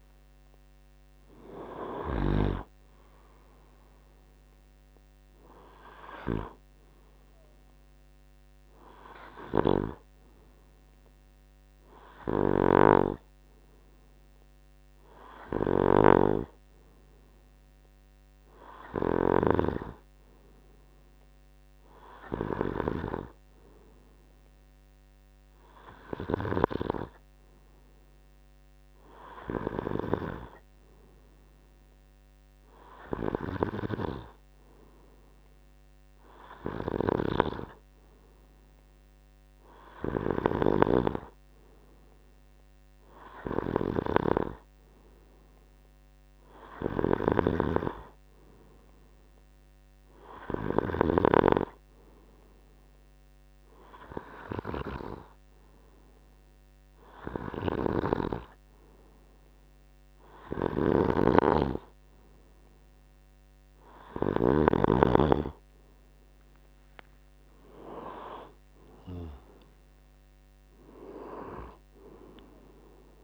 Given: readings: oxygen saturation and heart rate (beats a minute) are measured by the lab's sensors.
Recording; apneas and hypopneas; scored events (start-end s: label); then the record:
breathing in sleep by a microphone on the trachea; none
0.00-2.50 s: snoring (device-marked)
12.50-19.50 s: snoring (device-marked)
47.00-51.00 s: snoring (device-marked)
61.00-64.50 s: snoring (device-marked)
68.50-72.00 s: arousal
From the record:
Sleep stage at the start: N2 (light sleep); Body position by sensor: on the right side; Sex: male